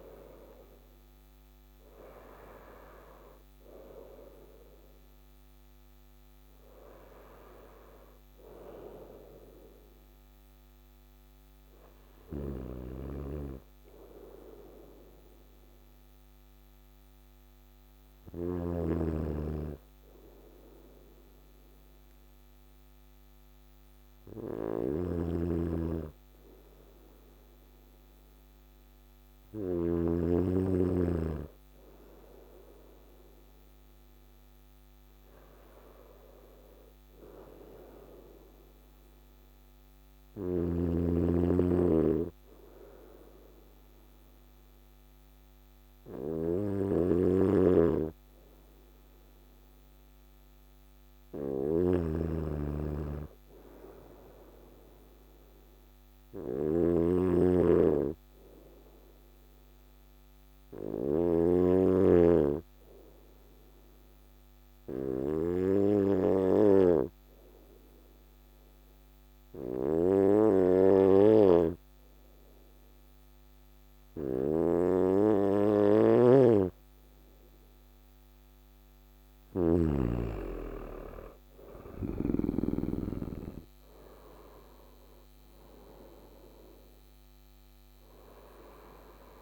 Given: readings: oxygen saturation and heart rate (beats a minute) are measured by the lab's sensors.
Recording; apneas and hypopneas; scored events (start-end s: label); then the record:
breathing in sleep by a microphone on the trachea; 2
0.00-9.00 s: oxygen desaturation (device-marked, oxygen 92% lowest, heart rate 55 extreme)
11.00-30.00 s: hypopnea (oxygen 97% before, 90% lowest, heart rate 66 before, 57 extreme, up 1 after)
21.00-28.00 s: oxygen desaturation (device-marked, oxygen 93% before, 90% lowest, heart rate 64 before, 57 extreme)
24.50-29.50 s: snoring (device-marked)
33.00-37.50 s: arousal
46.50-61.00 s: snoring (device-marked)
55.50-78.00 s: obstructive apnea (oxygen 100% before, 94% lowest, heart rate 59 before, 58 extreme, up 9 after)
74.00-79.50 s: snoring (device-marked)
75.00-89.42 s: oxygen desaturation (device-marked, oxygen 98% before, 95% lowest, heart rate 59 before, 56 extreme)
80.00-84.50 s: arousal
From the record:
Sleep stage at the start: N2 (light sleep); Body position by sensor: on the right side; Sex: male